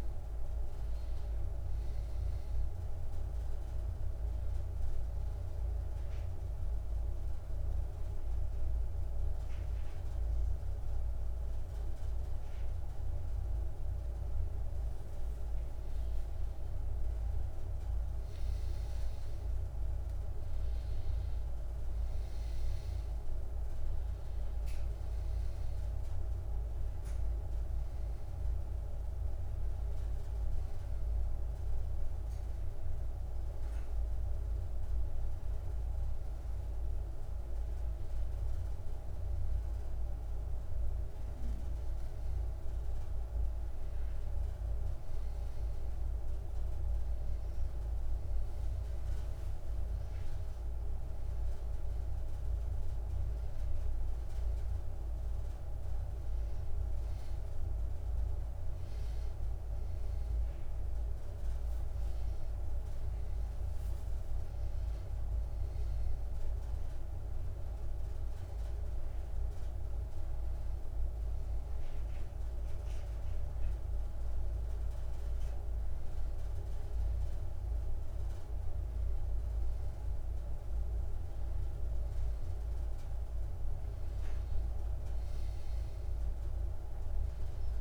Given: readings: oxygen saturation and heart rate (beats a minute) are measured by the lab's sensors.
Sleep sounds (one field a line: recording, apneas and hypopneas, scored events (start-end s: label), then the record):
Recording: breathing in sleep, hard to hear, by a room microphone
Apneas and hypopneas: none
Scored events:
0.00-11.50 s: oxygen desaturation (device-marked, oxygen 91% lowest, heart rate 80 extreme)
4.50-87.81 s: new sleep stage, N2 (light sleep)
25.50-31.50 s: oxygen desaturation (device-marked, oxygen 98% before, 92% lowest, heart rate 84 before, 86 extreme)
From the record:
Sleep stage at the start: N1 (lightest sleep)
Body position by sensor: on the back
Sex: male